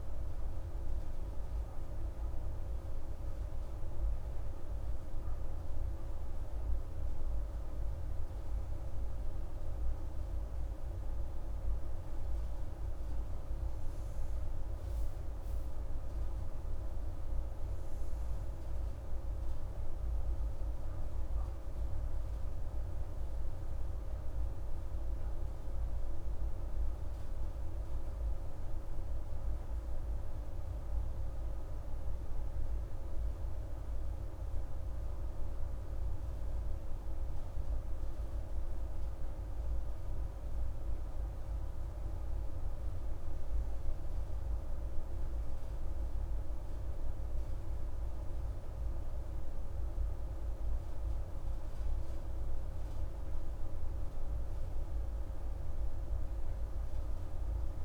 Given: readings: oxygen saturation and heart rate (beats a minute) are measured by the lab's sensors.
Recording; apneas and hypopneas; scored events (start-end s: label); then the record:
breathing in sleep, hard to hear, by a room microphone; none
none scored
From the record:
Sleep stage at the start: N2 (light sleep); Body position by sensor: on the right side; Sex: female